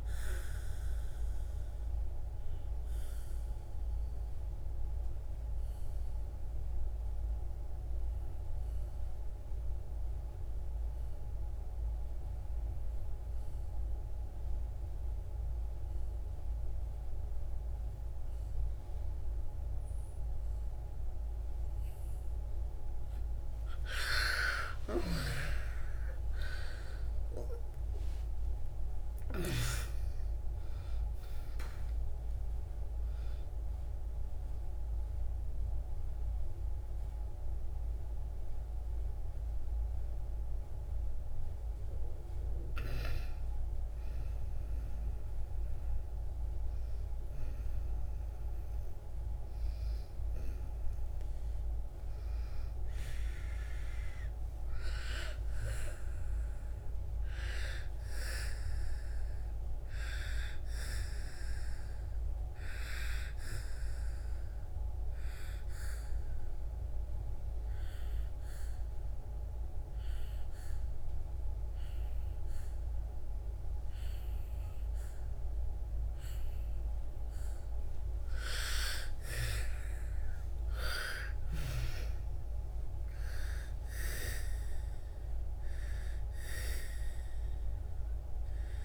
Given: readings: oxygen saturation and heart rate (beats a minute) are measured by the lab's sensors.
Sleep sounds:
breathing in sleep by a room microphone; 3
0.00-11.00 s: oxygen desaturation (device-marked, oxygen 88% lowest, heart rate 60 extreme)
1.50-21.50 s: obstructive apnea (oxygen 98% before, 81% lowest, heart rate 68 before, 59 extreme, up 9 after)
18.00-55.00 s: oxygen desaturation (device-marked, oxygen 98% before, 81% lowest, heart rate 66 before, 59 extreme)
24.00-28.50 s: arousal
34.50-46.50 s: mixed apnea (oxygen 98% before, 81% lowest, heart rate 66 before, 59 extreme, up 8 after)
55.00-59.50 s: arousal
64.00-76.50 s: obstructive apnea (oxygen 99% before, 83% lowest, heart rate 66 before, 59 extreme, up 14 after)
75.00-88.85 s: oxygen desaturation (device-marked, oxygen 97% before, 87% lowest, heart rate 69 before, 59 extreme)
79.50-84.00 s: arousal
From the record:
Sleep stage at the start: N2 (light sleep); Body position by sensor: on the back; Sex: female

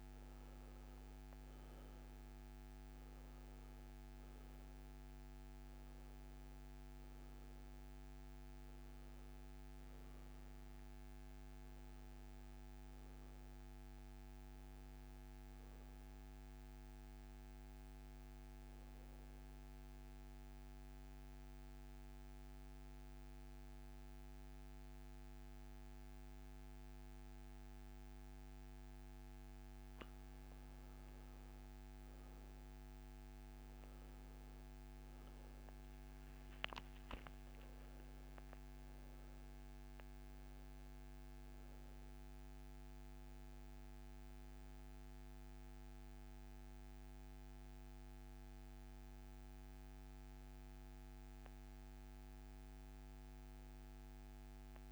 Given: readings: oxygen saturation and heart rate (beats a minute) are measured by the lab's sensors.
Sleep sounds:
breathing in sleep, hard to hear, by a microphone on the trachea; 1
0.00-2.00 s: arousal
0.00-13.00 s: oxygen desaturation (device-marked, oxygen 89% lowest, heart rate 62 extreme)
17.00-29.50 s: obstructive apnea (heart rate 73 before, 62 extreme, up 10 after)
34.00-49.00 s: oxygen desaturation (device-marked, oxygen 96% before, 89% lowest)
45.00-54.91 s: new sleep stage, awake
From the record:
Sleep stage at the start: N2 (light sleep); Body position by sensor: on the back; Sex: male

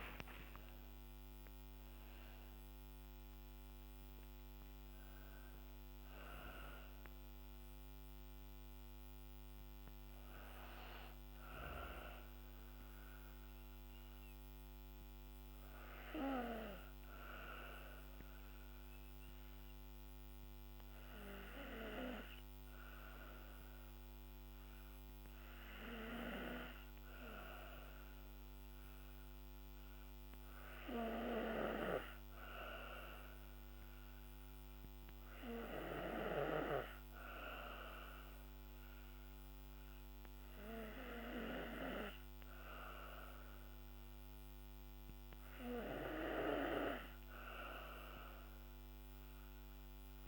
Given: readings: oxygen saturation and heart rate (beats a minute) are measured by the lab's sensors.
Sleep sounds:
breathing in sleep by a microphone on the trachea; 1
0.00-17.50 s: oxygen desaturation (device-marked, oxygen 92% lowest, heart rate 55 extreme)
16.50-29.00 s: hypopnea (oxygen 97% before, 94% lowest, heart rate 60 before, 56 extreme, up 5 after)
31.00-34.50 s: arousal
From the record:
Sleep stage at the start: N2 (light sleep); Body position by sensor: on the back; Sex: female

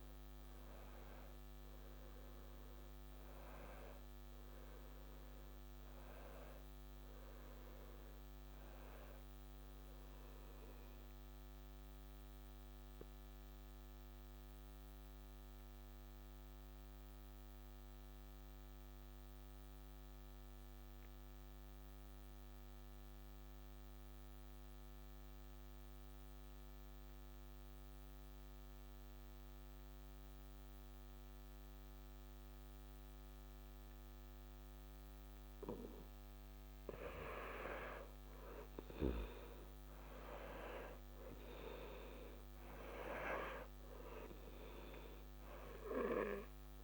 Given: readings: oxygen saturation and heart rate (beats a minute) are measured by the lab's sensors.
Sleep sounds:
breathing in sleep by a microphone on the trachea; 1
0.00-6.00 s: oxygen desaturation (device-marked, oxygen 86% lowest, heart rate 66 extreme)
10.50-36.50 s: obstructive apnea (oxygen 97% before, 82% lowest, heart rate 76 before, 65 extreme, up 8 after)
28.00-46.84 s: oxygen desaturation (device-marked, oxygen 97% before, 86% lowest, heart rate 72 before, 65 extreme)
38.50-41.50 s: arousal
From the record:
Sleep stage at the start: N2 (light sleep); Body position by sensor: on the back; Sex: male

